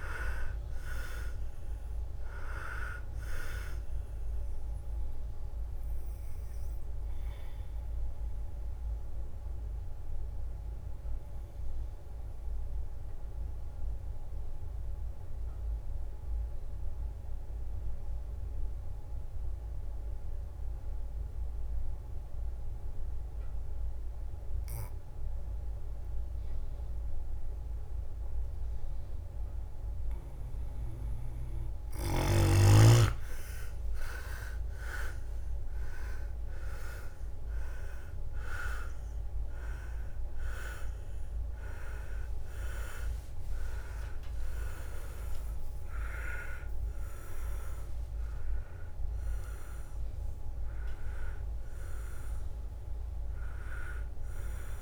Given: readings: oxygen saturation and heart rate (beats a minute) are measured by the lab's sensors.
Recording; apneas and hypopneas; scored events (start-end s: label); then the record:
breathing in sleep by a room microphone; 1
0.00-8.50 s: drop in pulse transit time (device-marked, heart rate 66 extreme)
0.50-20.50 s: oxygen desaturation (device-marked, oxygen 99% before, 94% lowest, heart rate 63 before, 59 extreme)
8.00-32.50 s: obstructive apnea (oxygen 100% before, 90% lowest, heart rate 68 before, 59 extreme, up 11 after)
31.50-35.00 s: leg movement (device-marked)
31.50-54.81 s: oxygen desaturation (device-marked, oxygen 99% before, 90% lowest, heart rate 61 before, 60 extreme)
34.00-38.50 s: arousal
34.50-54.81 s: drop in pulse transit time (device-marked, heart rate 62 before, 66 extreme)
40.50-44.50 s: leg movement (device-marked)
50.00-54.81 s: leg movement (device-marked)
From the record:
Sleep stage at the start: N2 (light sleep); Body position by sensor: on the back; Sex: male